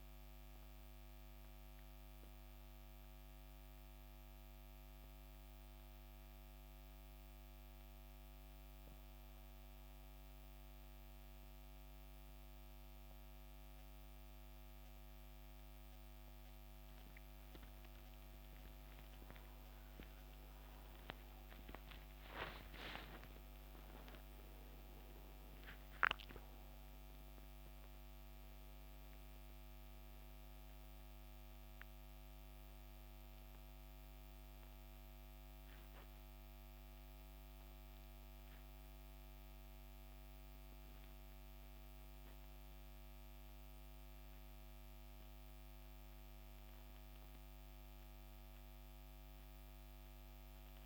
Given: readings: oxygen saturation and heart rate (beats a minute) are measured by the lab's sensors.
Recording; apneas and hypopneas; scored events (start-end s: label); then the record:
breathing in sleep, hard to hear, by a microphone on the trachea; 1
4.50-17.00 s: mixed apnea (oxygen 91% before, 88% lowest, heart rate 71 before, 67 extreme, up 14 after)
8.00-50.86 s: new sleep stage, N1 (lightest sleep)
18.00-24.00 s: arousal
27.00-47.00 s: oxygen desaturation (device-marked, oxygen 93% before, 88% lowest, heart rate 71 before, 69 extreme)
From the record:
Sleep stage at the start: N2 (light sleep); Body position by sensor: on the back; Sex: male